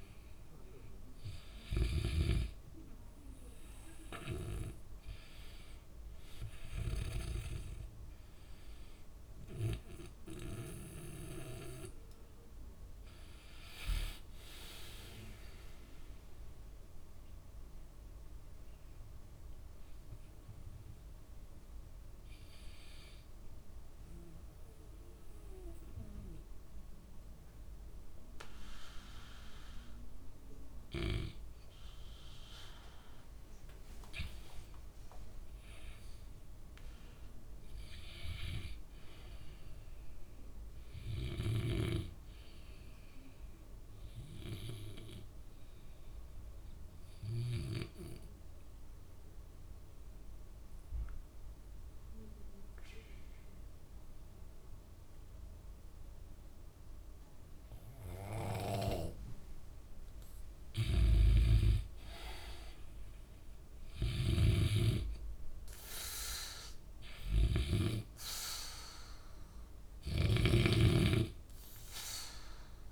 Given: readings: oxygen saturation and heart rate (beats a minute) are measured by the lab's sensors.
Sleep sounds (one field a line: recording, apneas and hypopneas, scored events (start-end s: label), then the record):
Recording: breathing in sleep by a room microphone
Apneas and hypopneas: 2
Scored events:
0.00-20.00 s: oxygen desaturation (device-marked, oxygen 97% before, 91% lowest, heart rate 64 before, 60 extreme)
23.50-33.50 s: obstructive apnea (oxygen 97% before, 91% lowest, heart rate 65 before, 60 extreme, up 10 after)
35.50-38.50 s: arousal
45.00-60.00 s: obstructive apnea (oxygen 98% before, 91% lowest, heart rate 65 before, 65 extreme, up 6 after)
57.00-72.92 s: oxygen desaturation (device-marked, oxygen 97% before, 91% lowest, heart rate 65 before, 65 extreme)
61.00-71.00 s: snoring (device-marked)
62.00-64.50 s: arousal
From the record:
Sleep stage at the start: N2 (light sleep)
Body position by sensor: on the back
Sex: male